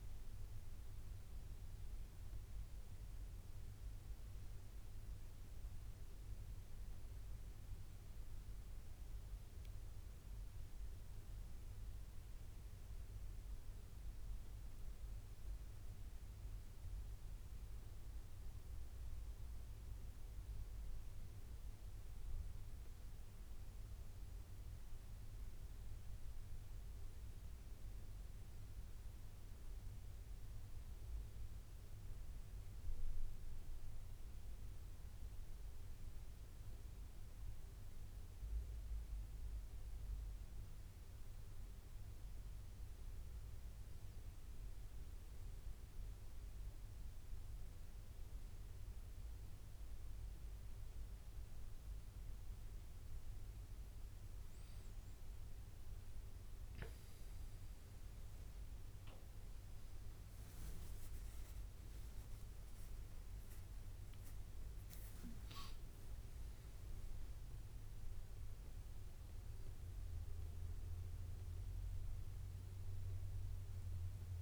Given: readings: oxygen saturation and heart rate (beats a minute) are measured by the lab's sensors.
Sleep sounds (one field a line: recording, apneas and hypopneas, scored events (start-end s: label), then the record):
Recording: a person partly awake in a sleep study, hard to hear, by a room microphone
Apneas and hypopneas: none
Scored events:
55.00-74.42 s: new sleep stage, awake
From the record:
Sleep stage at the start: N1 (lightest sleep)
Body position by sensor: on the back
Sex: male